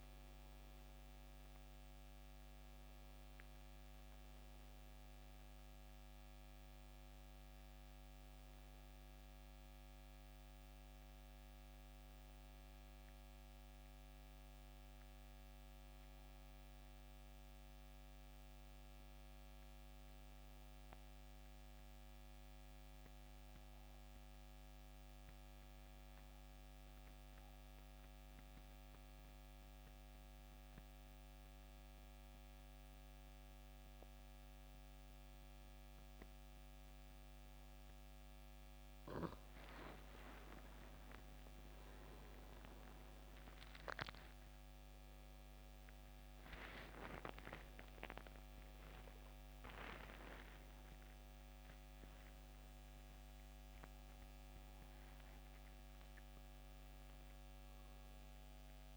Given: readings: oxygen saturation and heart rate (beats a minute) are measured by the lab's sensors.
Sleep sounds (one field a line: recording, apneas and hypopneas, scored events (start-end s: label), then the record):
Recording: breathing in sleep by a microphone on the trachea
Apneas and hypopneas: 1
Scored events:
0.00-21.00 s: oxygen desaturation (device-marked, oxygen 89% lowest, heart rate 66 extreme)
20.00-37.50 s: central apnea (oxygen 94% before, 88% lowest, heart rate 75 before, 66 extreme, up 13 after)
40.50-45.50 s: arousal
43.00-58.97 s: oxygen desaturation (device-marked, oxygen 96% before, 88% lowest, heart rate 68 before, 68 extreme)
44.00-58.97 s: new sleep stage, N1 (lightest sleep)
From the record:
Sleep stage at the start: N2 (light sleep)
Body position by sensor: on the back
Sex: male